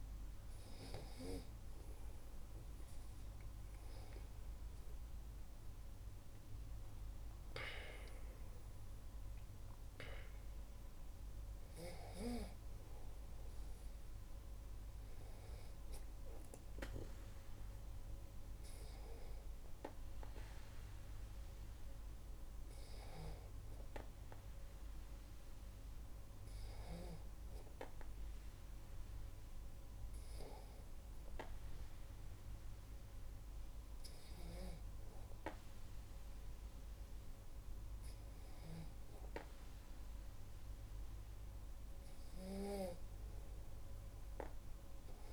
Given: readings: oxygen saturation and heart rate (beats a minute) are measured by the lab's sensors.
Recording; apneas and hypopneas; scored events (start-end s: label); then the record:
breathing in sleep by a room microphone; none
5.50-9.50 s: arousal
From the record:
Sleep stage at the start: N2 (light sleep); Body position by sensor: on the back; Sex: male